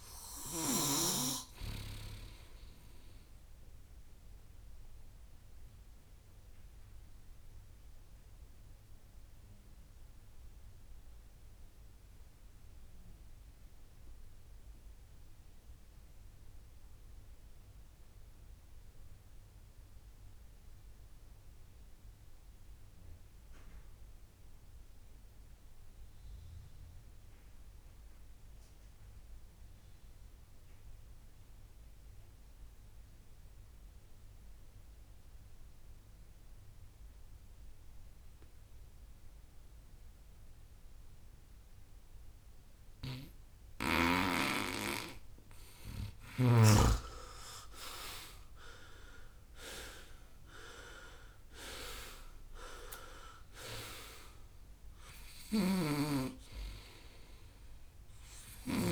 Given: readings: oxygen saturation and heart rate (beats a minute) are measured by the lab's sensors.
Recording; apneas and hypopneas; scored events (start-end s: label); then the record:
breathing in sleep by a room microphone; 1
0.00-22.00 s: oxygen desaturation (device-marked, oxygen 87% lowest, heart rate 56 extreme)
3.50-44.00 s: mixed apnea (oxygen 98% before, 86% lowest, heart rate 73 before, 56 extreme, up 19 after)
38.00-58.92 s: oxygen desaturation (device-marked, oxygen 97% before, 86% lowest, heart rate 65 before, 58 extreme)
47.00-51.50 s: arousal
55.50-58.92 s: snoring (device-marked)
From the record:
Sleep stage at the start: N2 (light sleep); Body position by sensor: on the right side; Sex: male